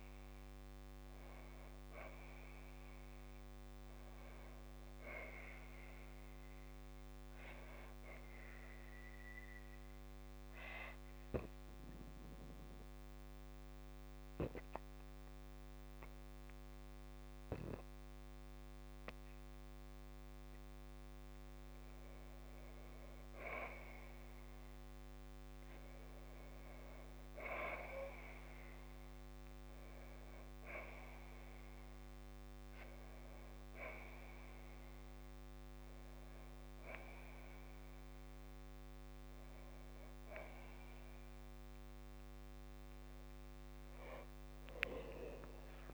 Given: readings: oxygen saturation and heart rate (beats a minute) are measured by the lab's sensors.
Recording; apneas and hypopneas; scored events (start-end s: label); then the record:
breathing in sleep by a microphone on the trachea; 1
9.50-20.00 s: obstructive apnea (oxygen 98% before, 95% lowest, heart rate 60 before, 57 extreme, up 5 after)
12.00-24.00 s: oxygen desaturation (device-marked, oxygen 98% before, 95% lowest, heart rate 60 before, 57 extreme)
22.00-25.00 s: arousal
From the record:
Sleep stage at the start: N2 (light sleep); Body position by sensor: on the back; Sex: female